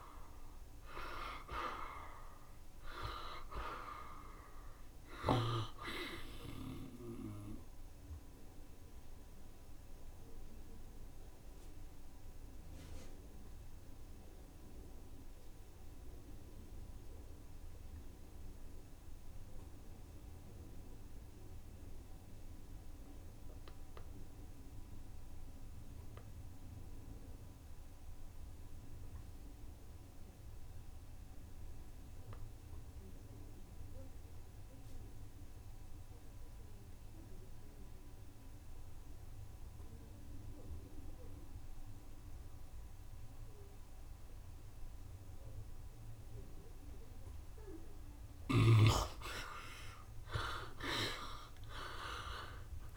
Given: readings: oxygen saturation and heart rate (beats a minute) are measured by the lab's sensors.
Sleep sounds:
breathing in sleep by a room microphone; 1
0.00-27.50 s: oxygen desaturation (device-marked, oxygen 58% lowest, heart rate 66 extreme)
8.50-47.50 s: obstructive apnea (oxygen 66% before, 55% lowest, heart rate 71 before, 67 extreme, up 12 after)
29.50-52.97 s: oxygen desaturation (device-marked, oxygen 86% before, 55% lowest, heart rate 70 before, 66 extreme)
31.50-33.50 s: long interval between heartbeats (device-marked, heart rate 69 before, 76 extreme)
49.00-52.97 s: snoring (device-marked)
49.50-52.97 s: arousal
From the record:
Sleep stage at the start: N2 (light sleep); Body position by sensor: on the right side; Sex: male

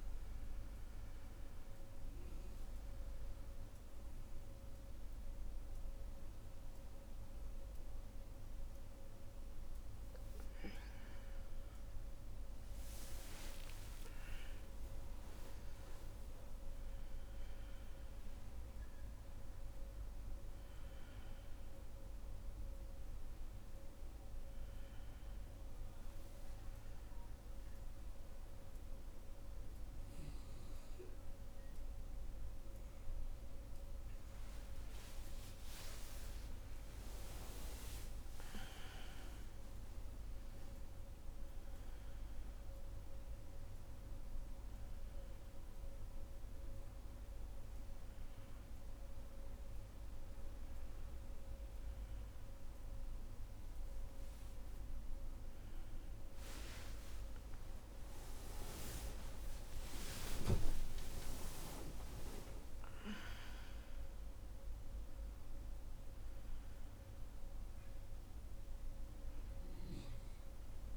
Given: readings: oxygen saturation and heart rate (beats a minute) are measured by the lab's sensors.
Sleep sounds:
a person awake in a sleep study, by a room microphone; none
12.50-14.50 s: long interval between heartbeats (device-marked, heart rate 92 before, 83 extreme)
54.00-70.97 s: new sleep stage, N1 (lightest sleep)
59.50-61.50 s: long interval between heartbeats (device-marked, heart rate 71 before, 88 extreme)
From the record:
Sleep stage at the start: awake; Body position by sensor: on the back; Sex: female

